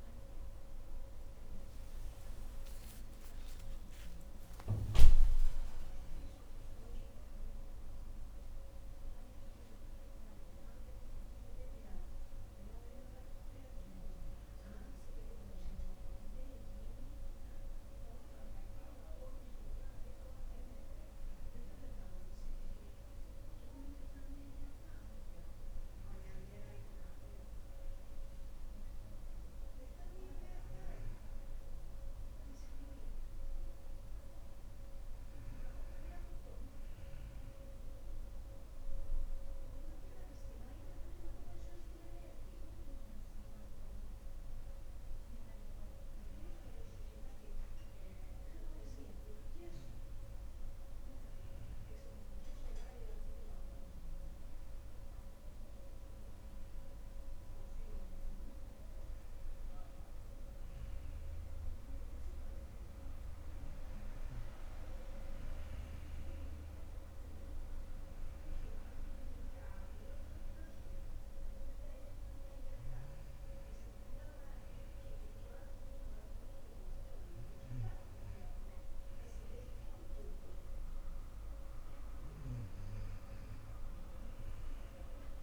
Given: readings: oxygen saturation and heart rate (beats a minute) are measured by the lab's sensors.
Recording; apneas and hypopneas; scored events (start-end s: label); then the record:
breathing in sleep, hard to hear, by a room microphone; none
7.00-11.00 s: arousal
From the record:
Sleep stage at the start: N2 (light sleep); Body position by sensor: on the right side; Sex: female